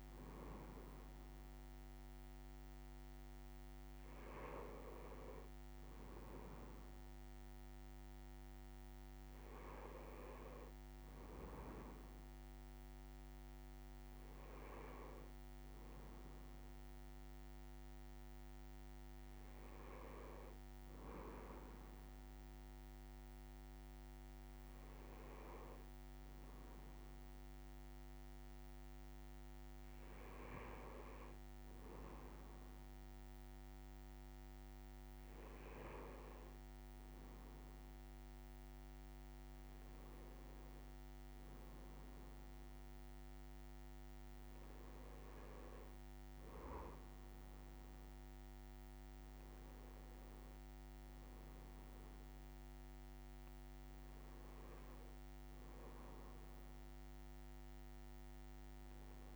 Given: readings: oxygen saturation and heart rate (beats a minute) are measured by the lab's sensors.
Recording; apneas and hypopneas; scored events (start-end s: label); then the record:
breathing in sleep by a microphone on the trachea; none
none scored
From the record:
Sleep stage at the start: N1 (lightest sleep); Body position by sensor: on the right side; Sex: male